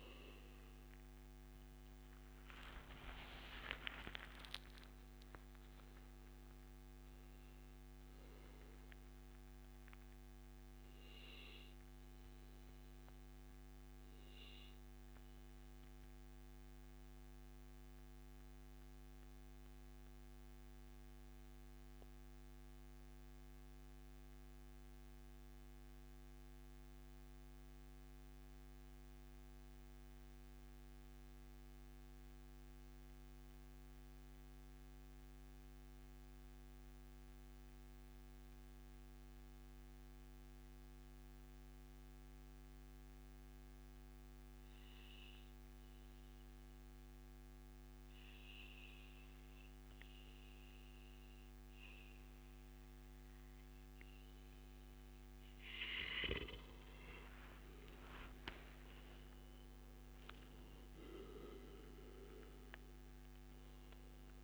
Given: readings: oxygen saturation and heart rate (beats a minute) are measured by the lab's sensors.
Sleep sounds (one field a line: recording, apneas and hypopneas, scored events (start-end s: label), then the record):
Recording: breathing in sleep by a microphone on the trachea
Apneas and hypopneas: 1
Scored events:
0.00-2.50 s: arousal
1.50-3.50 s: long interval between heartbeats (device-marked, heart rate 107 before, 106 extreme)
10.50-55.00 s: mixed apnea (oxygen 97% before, 92% lowest, heart rate 111 before, 139 extreme, up 1 after)
52.50-64.44 s: oxygen desaturation (device-marked, oxygen 97% before, 92% lowest, heart rate 143 before, 139 extreme)
57.00-62.50 s: arousal
From the record:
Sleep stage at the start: N2 (light sleep)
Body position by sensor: on the back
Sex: male